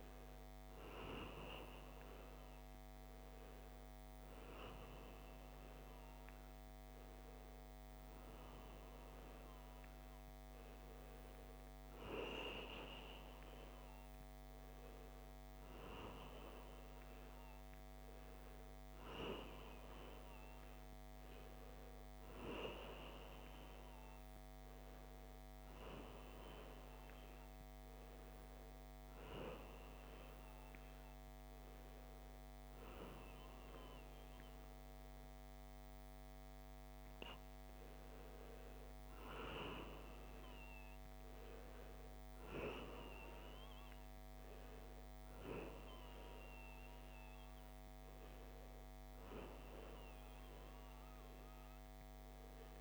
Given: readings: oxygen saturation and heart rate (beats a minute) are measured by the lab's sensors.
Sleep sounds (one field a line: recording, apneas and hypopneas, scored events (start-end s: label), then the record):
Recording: breathing in sleep by a microphone on the trachea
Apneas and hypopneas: none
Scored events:
none scored
From the record:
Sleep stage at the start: N1 (lightest sleep)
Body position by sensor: on the right side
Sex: male